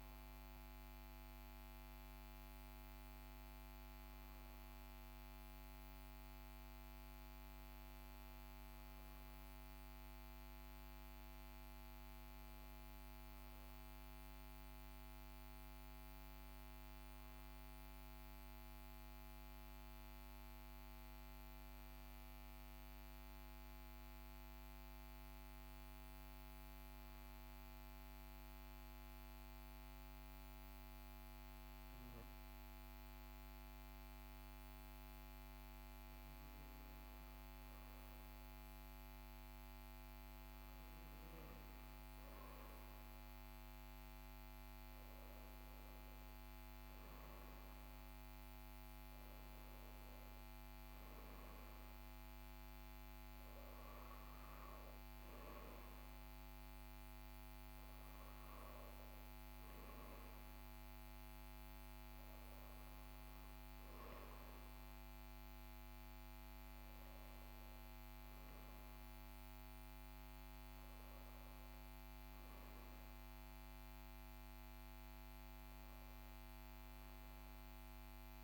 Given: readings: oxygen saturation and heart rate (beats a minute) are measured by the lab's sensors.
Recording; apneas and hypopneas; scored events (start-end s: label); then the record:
breathing in sleep, hard to hear, by a microphone on the trachea; 1
8.50-13.00 s: arousal
17.00-39.50 s: hypopnea (oxygen 98% before, 92% lowest, heart rate 42 before, 40 extreme, up 1 after)
34.50-78.44 s: new sleep stage, N2 (light sleep)
43.50-48.50 s: arousal
43.50-72.50 s: oxygen desaturation (device-marked, oxygen 97% before, 92% lowest, heart rate 40 before, 39 extreme)
From the record:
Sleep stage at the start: N1 (lightest sleep); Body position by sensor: on the back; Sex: male